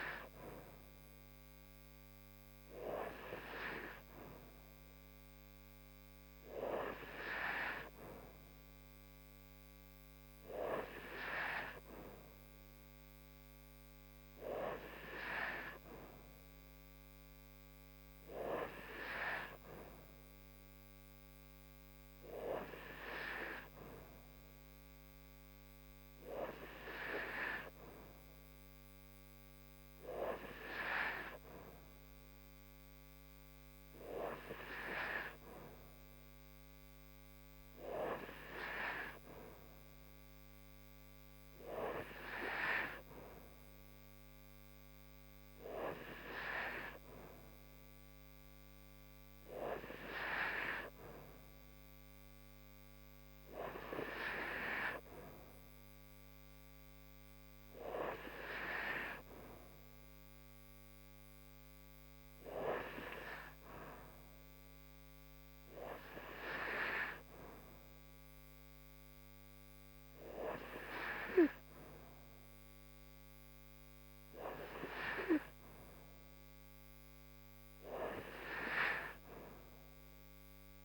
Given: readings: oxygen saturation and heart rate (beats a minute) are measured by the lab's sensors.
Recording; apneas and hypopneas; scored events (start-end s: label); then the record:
breathing in sleep by a microphone on the trachea; none
none scored
From the record:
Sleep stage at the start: N3 (deep sleep); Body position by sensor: upright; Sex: female